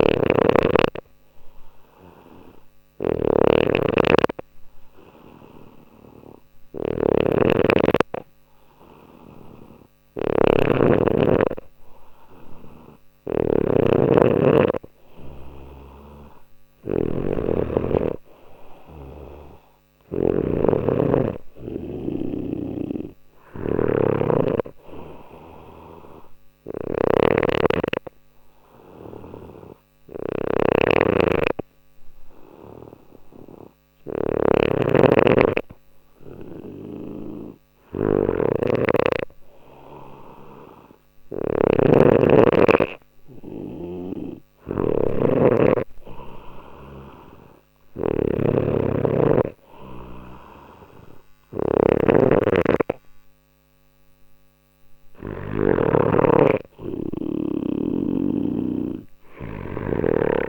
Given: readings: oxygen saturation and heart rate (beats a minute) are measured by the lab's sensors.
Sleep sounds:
breathing in sleep by a microphone on the trachea; 2
0.00-55.50 s: snoring (device-marked)
2.00-12.50 s: obstructive apnea (oxygen 95% before, 92% lowest, heart rate 60 before, 59 extreme, up 2 after)
15.50-19.00 s: arousal
25.00-37.00 s: obstructive apnea (oxygen 93% before, 92% lowest, heart rate 61 before, 59 extreme, up 2 after)
39.50-43.00 s: arousal
57.50-60.49 s: snoring (device-marked)
From the record:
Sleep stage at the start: N2 (light sleep); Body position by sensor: on the back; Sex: male

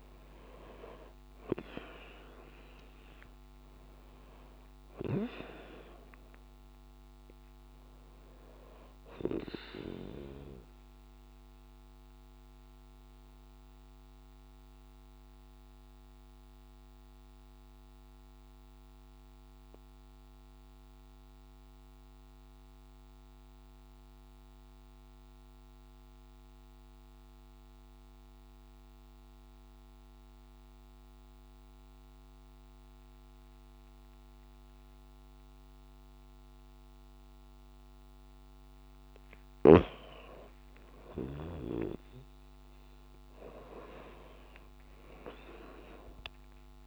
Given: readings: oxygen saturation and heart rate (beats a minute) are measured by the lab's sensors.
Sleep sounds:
breathing in sleep by a microphone on the trachea; 1
0.00-28.00 s: oxygen desaturation (device-marked, oxygen 91% lowest)
11.00-38.00 s: mixed apnea (oxygen 97% before, 91% lowest)
40.00-46.00 s: arousal
43.00-46.86 s: oxygen desaturation (device-marked, oxygen 97% before, 92% lowest)
From the record:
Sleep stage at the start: N2 (light sleep); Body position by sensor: on the back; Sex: female

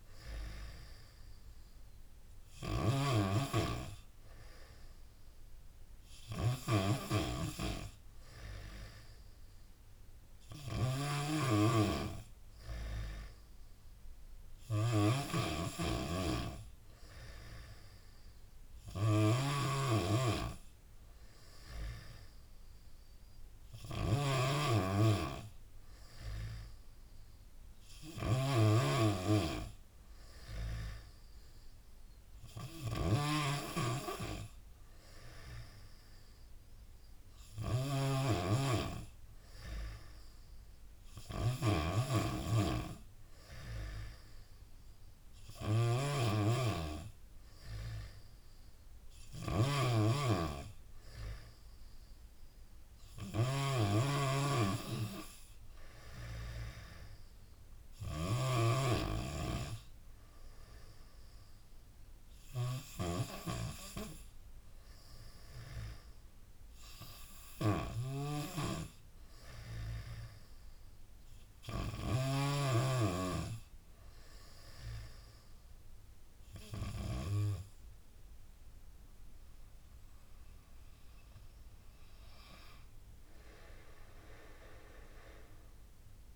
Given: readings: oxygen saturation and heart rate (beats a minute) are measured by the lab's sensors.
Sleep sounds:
breathing in sleep by a room microphone; none
0.00-72.00 s: snoring (device-marked)
72.50-86.36 s: new sleep stage, N2 (light sleep)
From the record:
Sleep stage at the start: N3 (deep sleep); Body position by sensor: on the back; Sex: female

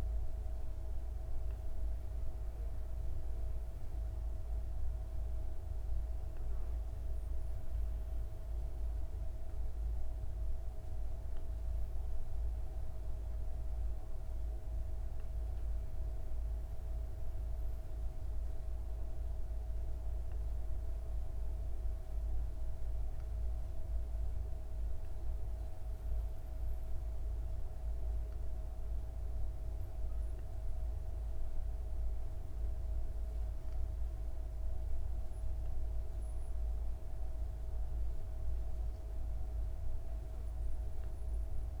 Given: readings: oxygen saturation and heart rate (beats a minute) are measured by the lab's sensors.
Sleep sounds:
breathing in sleep, hard to hear, by a room microphone; none
none scored
From the record:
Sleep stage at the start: N2 (light sleep); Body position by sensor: on the back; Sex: female

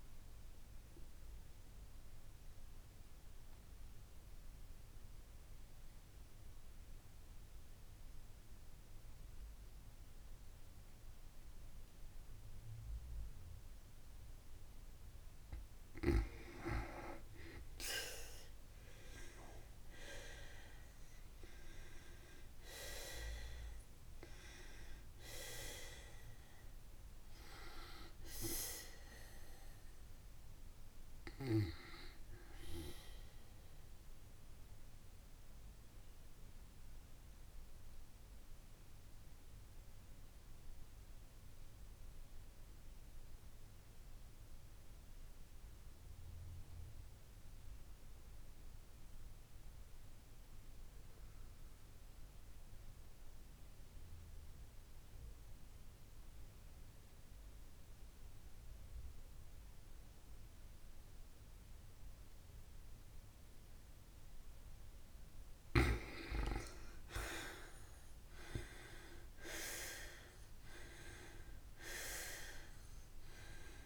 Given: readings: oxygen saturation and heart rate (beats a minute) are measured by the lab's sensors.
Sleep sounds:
breathing in sleep by a room microphone; 2
0.00-14.00 s: oxygen desaturation (device-marked, oxygen 83% lowest, heart rate 55 extreme)
0.50-14.50 s: mixed apnea (oxygen 95% before, 83% lowest, heart rate 90 before, 55 extreme, up 3 after)
16.50-20.00 s: arousal
30.00-58.00 s: oxygen desaturation (device-marked, oxygen 98% before, 84% lowest, heart rate 57 before, 53 extreme)
36.00-64.00 s: obstructive apnea (oxygen 98% before, 80% lowest, heart rate 58 before, 53 extreme, up 2 after)
66.50-71.00 s: arousal
71.00-73.86 s: oxygen desaturation (device-marked, oxygen 97% before, 80% lowest, heart rate 54 before, 52 extreme)
From the record:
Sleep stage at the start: N2 (light sleep); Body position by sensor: on the back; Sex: female

